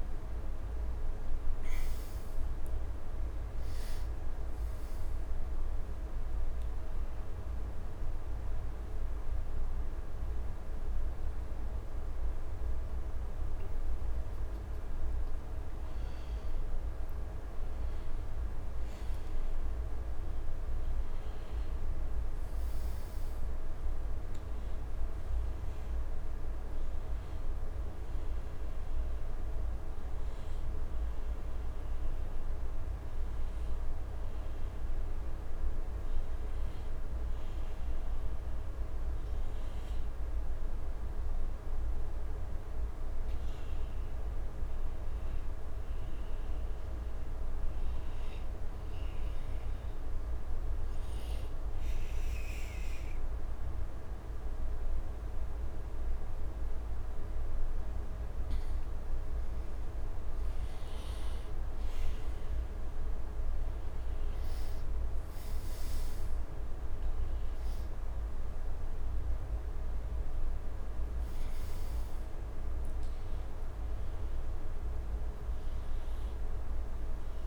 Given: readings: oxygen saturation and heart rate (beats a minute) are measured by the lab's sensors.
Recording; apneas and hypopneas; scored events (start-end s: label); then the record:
breathing in sleep, hard to hear, by a room microphone; 1
0.00-6.00 s: oxygen desaturation (device-marked, oxygen 97% before, 94% lowest, heart rate 78 before, 78 extreme)
28.00-39.00 s: oxygen desaturation (device-marked, oxygen 96% before, 93% lowest, heart rate 80 before, 77 extreme)
52.00-62.00 s: obstructive apnea (oxygen 97% before, 88% lowest, heart rate 79 before, 76 extreme, up 6 after)
63.50-67.00 s: arousal
70.00-77.47 s: oxygen desaturation (device-marked, oxygen 94% before, 88% lowest, heart rate 81 before, 76 extreme)
From the record:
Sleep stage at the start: N2 (light sleep); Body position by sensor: on the right side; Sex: male